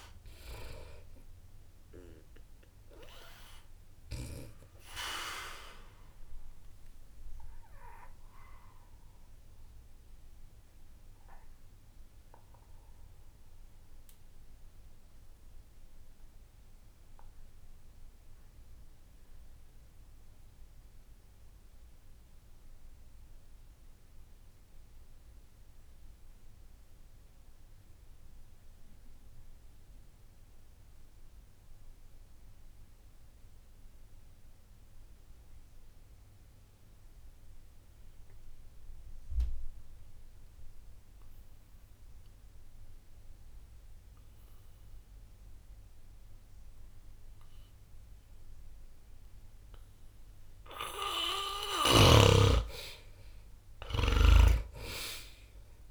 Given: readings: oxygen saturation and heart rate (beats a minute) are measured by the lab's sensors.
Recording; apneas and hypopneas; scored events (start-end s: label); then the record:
breathing in sleep by a room microphone; 1
0.00-24.50 s: oxygen desaturation (device-marked, oxygen 74% lowest, heart rate 60 extreme)
5.00-51.50 s: obstructive apnea (oxygen 95% before, 73% lowest, heart rate 60 before, 59 extreme, up 11 after)
41.50-55.91 s: oxygen desaturation (device-marked, oxygen 99% before, 73% lowest, heart rate 60 before, 59 extreme)
52.00-55.91 s: snoring (device-marked)
From the record:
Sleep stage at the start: N2 (light sleep); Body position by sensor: on the back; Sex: male